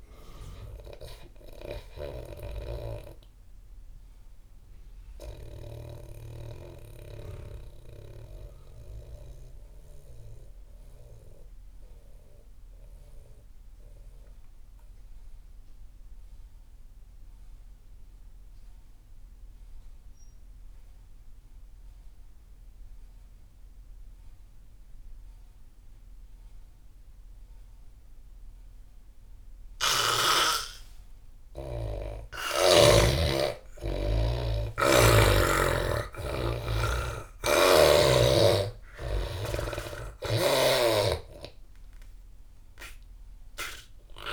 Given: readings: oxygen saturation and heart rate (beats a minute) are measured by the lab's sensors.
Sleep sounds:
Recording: breathing in sleep by a room microphone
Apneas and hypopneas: 1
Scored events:
0.00-2.00 s: snoring (device-marked)
0.00-11.50 s: oxygen desaturation (device-marked, oxygen 83% lowest)
3.50-30.50 s: mixed apnea (oxygen 98% before, 83% lowest)
29.50-44.33 s: oxygen desaturation (device-marked, oxygen 98% before, 85% lowest)
31.50-35.00 s: arousal
40.00-44.33 s: snoring (device-marked)
From the record:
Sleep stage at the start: N2 (light sleep)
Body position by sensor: on the back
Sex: male

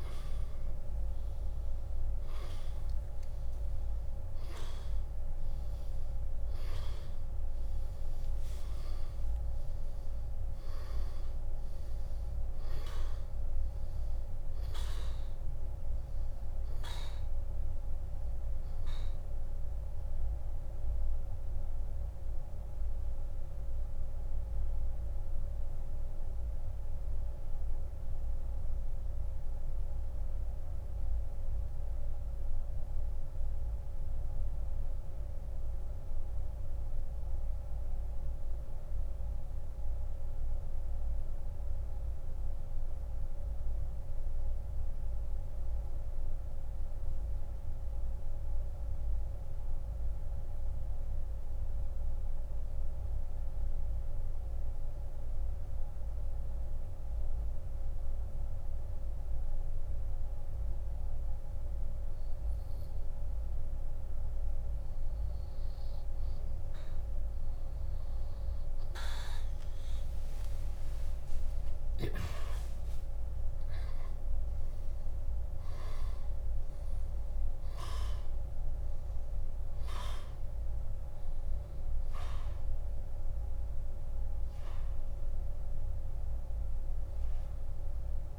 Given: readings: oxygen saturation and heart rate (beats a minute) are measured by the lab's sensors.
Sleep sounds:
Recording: breathing in sleep, hard to hear, by a room microphone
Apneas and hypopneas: 1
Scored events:
0.00-3.00 s: arousal
1.00-54.00 s: oxygen desaturation (device-marked, oxygen 98% before, 84% lowest)
22.50-63.00 s: mixed apnea (oxygen 98% before, 84% lowest)
70.00-74.50 s: arousal
73.00-88.39 s: oxygen desaturation (device-marked, oxygen 97% before, 89% lowest, heart rate 40 before, 64 extreme)
From the record:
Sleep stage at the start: N2 (light sleep)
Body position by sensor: on the back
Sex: male

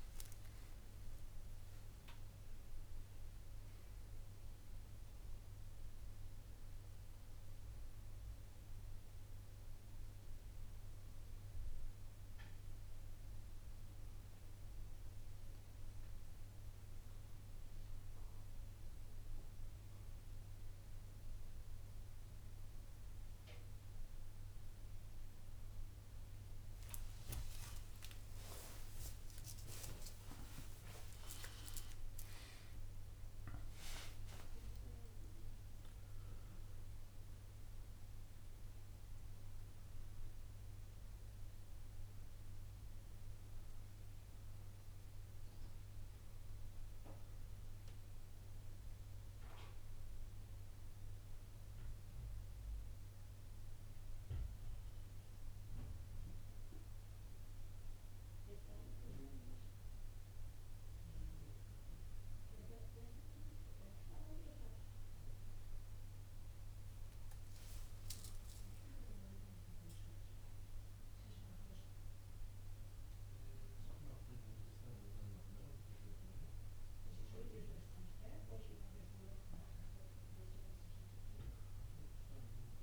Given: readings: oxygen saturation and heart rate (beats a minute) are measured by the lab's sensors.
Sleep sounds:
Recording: a person partly awake in a sleep study, by a room microphone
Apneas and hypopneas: none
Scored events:
6.50-82.83 s: new sleep stage, N1 (lightest sleep)
28.00-32.50 s: arousal
From the record:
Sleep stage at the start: awake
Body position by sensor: on the right side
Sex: male

